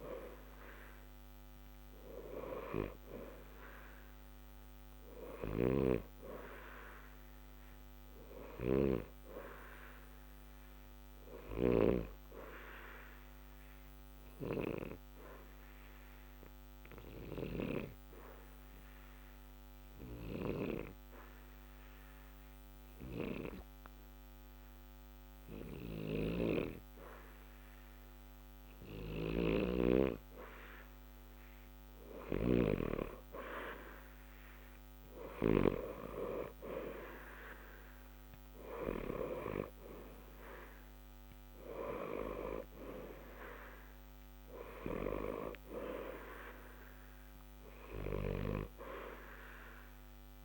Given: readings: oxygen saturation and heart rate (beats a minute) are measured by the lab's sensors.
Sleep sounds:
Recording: breathing in sleep by a microphone on the trachea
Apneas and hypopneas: 1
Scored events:
12.50-29.00 s: obstructive apnea (oxygen 92% before, 86% lowest, heart rate 60 before, 60 extreme, up 0 after)
30.50-34.00 s: arousal
From the record:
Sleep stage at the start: N2 (light sleep)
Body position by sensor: on the back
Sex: male

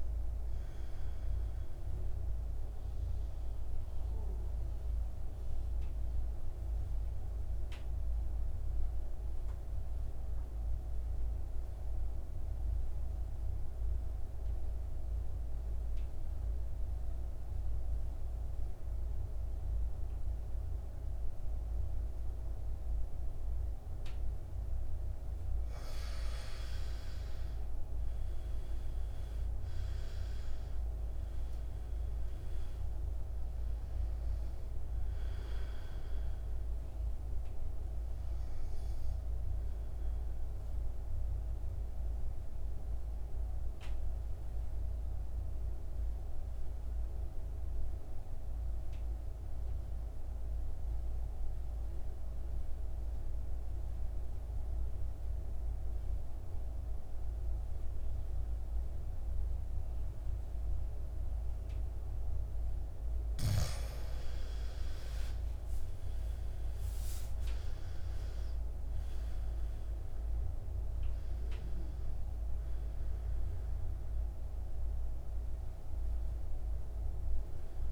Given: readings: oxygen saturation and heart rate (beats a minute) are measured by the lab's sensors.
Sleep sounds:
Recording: breathing in sleep, hard to hear, by a room microphone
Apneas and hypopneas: 2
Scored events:
0.00-19.00 s: oxygen desaturation (device-marked, oxygen 89% lowest, heart rate 50 extreme)
0.50-26.00 s: mixed apnea (oxygen 97% before, 85% lowest, heart rate 55 before, 50 extreme, up 8 after)
27.50-31.50 s: arousal
36.00-58.00 s: oxygen desaturation (device-marked, oxygen 97% before, 85% lowest, heart rate 57 before, 50 extreme)
40.00-63.50 s: central apnea (oxygen 98% before, 85% lowest, heart rate 57 before, 50 extreme, up 13 after)
65.00-69.00 s: arousal
75.00-77.92 s: oxygen desaturation (device-marked, oxygen 98% before, 87% lowest, heart rate 59 before, 50 extreme)
From the record:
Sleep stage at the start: N2 (light sleep)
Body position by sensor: on the back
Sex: male

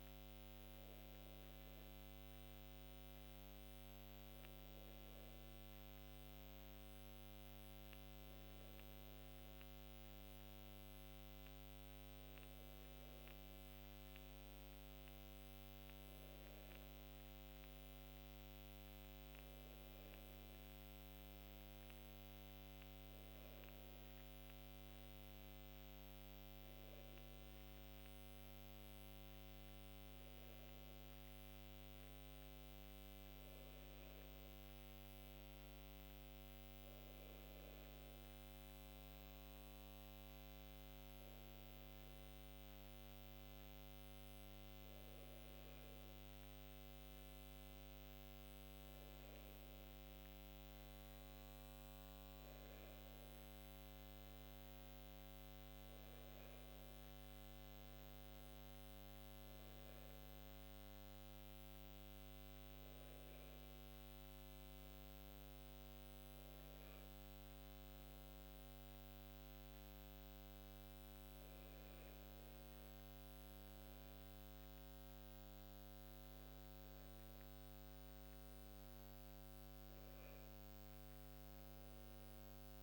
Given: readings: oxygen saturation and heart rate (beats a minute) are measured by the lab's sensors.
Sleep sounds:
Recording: breathing in sleep, hard to hear, by a microphone on the trachea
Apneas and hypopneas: none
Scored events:
none scored
From the record:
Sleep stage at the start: N1 (lightest sleep)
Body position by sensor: on the back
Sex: female

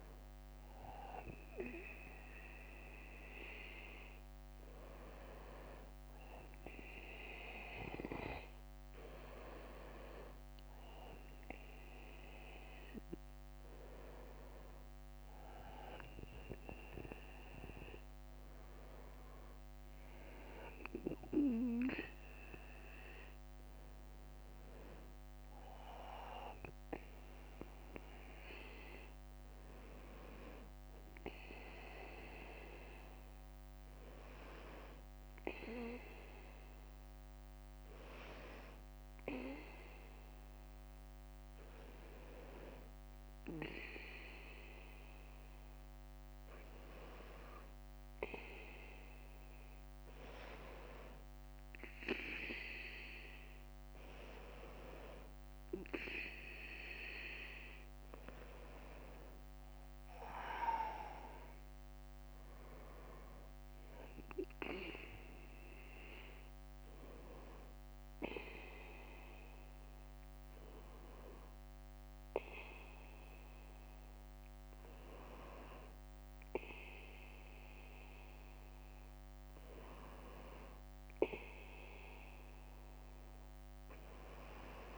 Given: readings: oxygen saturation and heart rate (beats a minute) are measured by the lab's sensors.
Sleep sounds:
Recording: breathing in sleep by a microphone on the trachea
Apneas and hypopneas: 2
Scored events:
0.00-1.00 s: leg movement (device-marked)
5.50-84.98 s: new sleep stage, N2 (light sleep)
38.00-51.00 s: hypopnea (oxygen 98% before, 93% lowest, heart rate 61 before, 59 extreme, up 3 after)
43.50-46.50 s: leg movement (device-marked)
45.50-47.50 s: bradycardia (device-marked, heart rate 64 before, 60 extreme)
53.50-56.50 s: arousal
64.50-67.50 s: leg movement (device-marked)
66.50-68.50 s: bradycardia (device-marked, heart rate 64 before, 61 extreme)
67.00-78.00 s: hypopnea (oxygen 96% before, 92% lowest, heart rate 61 before, 58 extreme, up 2 after)
82.50-84.98 s: arousal
From the record:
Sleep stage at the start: N1 (lightest sleep)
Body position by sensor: on the right side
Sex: male

